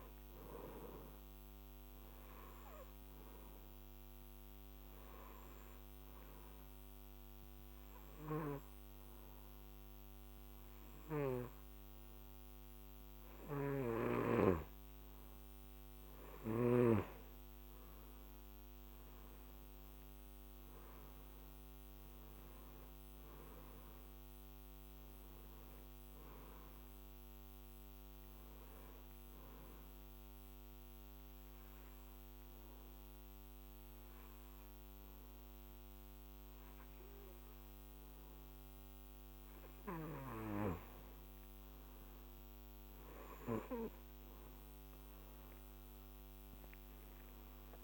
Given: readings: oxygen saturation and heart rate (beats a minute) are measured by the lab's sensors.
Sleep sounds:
breathing in sleep by a microphone on the trachea; 2
1.00-13.00 s: oxygen desaturation (device-marked, oxygen 97% before, 93% lowest, heart rate 53 before, 53 extreme)
4.00-15.00 s: hypopnea (oxygen 98% before, 91% lowest, heart rate 53 before, 53 extreme, up 15 after)
13.50-17.00 s: snoring (device-marked)
18.00-21.50 s: arousal
22.00-42.00 s: oxygen desaturation (device-marked, oxygen 95% before, 91% lowest, heart rate 58 before, 49 extreme)
28.50-40.00 s: obstructive apnea (oxygen 97% before, 91% lowest, heart rate 61 before, 49 extreme, up 13 after)
46.00-47.84 s: arousal
From the record:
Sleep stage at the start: N2 (light sleep); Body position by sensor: on the back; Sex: male

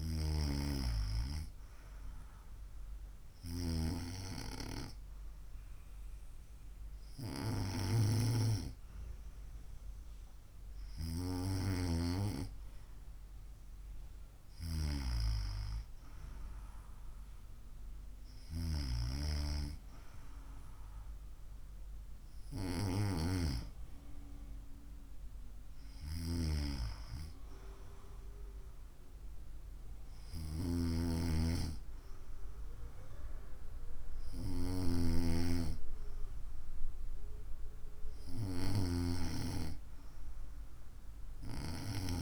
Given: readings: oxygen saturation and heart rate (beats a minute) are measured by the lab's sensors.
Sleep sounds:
breathing in sleep by a room microphone; none
none scored
From the record:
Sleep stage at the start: N2 (light sleep); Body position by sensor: on the right side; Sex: female

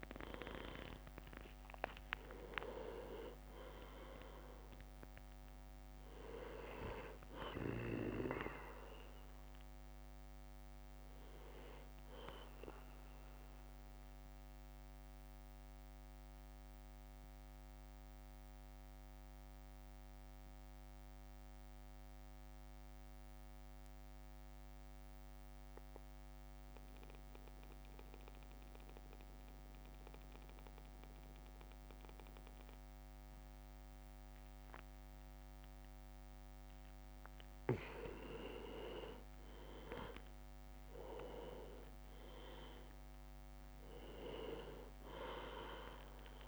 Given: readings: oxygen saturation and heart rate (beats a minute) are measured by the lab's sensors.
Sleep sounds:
breathing in sleep by a microphone on the trachea; 1
0.00-3.50 s: arousal
0.00-11.50 s: drop in pulse transit time (device-marked, heart rate 56 extreme)
12.00-37.00 s: mixed apnea (oxygen 100% before, 94% lowest, heart rate 58 before, 53 extreme, up 6 after)
38.50-40.00 s: leg movement (device-marked)
39.00-43.50 s: arousal
39.50-46.48 s: drop in pulse transit time (device-marked, heart rate 55 before, 56 extreme)
39.50-46.48 s: oxygen desaturation (device-marked, oxygen 100% before, 96% lowest, heart rate 55 before, 52 extreme)
From the record:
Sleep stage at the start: N2 (light sleep); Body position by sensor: on the back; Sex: male

